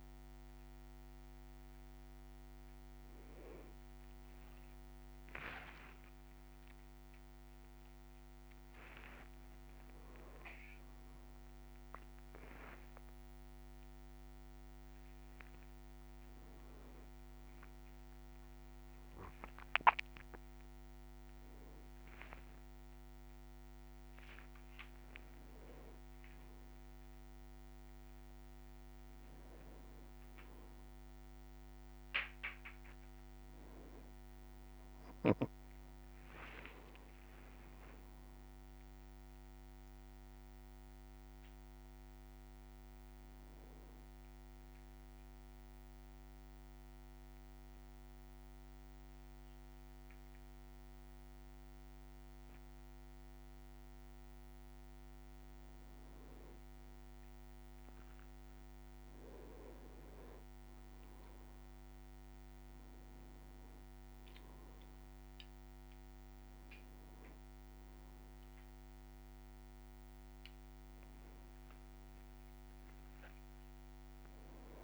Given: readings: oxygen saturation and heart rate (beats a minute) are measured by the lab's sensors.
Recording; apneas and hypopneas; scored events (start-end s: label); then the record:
a person awake in a sleep study, hard to hear, by a microphone on the trachea; 1
13.50-15.00 s: leg movement (device-marked)
45.00-55.00 s: mixed apnea (oxygen 98% before, 96% lowest, heart rate 58 before, 56 extreme)
49.50-51.50 s: leg movement (device-marked)
57.00-67.00 s: leg movement (device-marked)
70.00-74.84 s: leg movement (device-marked)
From the record:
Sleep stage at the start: awake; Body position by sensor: on the back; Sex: male